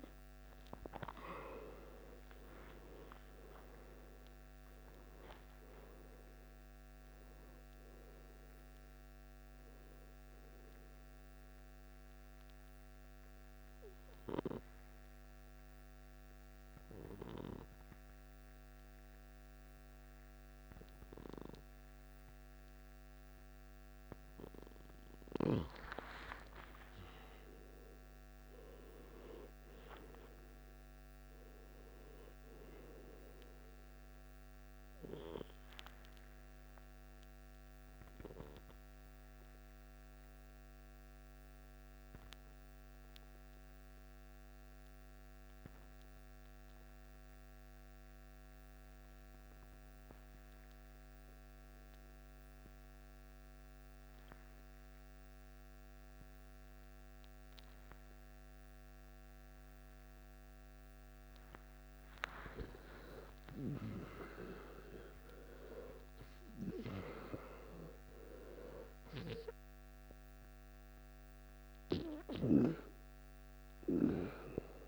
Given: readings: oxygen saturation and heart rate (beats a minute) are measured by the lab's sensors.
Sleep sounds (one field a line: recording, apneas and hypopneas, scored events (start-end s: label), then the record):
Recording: breathing in sleep by a microphone on the trachea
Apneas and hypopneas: 1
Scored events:
0.00-8.50 s: oxygen desaturation (device-marked, oxygen 90% lowest, heart rate 53 extreme)
26.50-32.50 s: arousal
43.00-62.50 s: obstructive apnea (oxygen 100% before, 92% lowest, heart rate 59 before, 54 extreme, up 15 after)
58.50-74.88 s: oxygen desaturation (device-marked, oxygen 98% before, 92% lowest, heart rate 56 before, 54 extreme)
63.00-67.50 s: arousal
From the record:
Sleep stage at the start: N2 (light sleep)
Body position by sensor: on the left side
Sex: male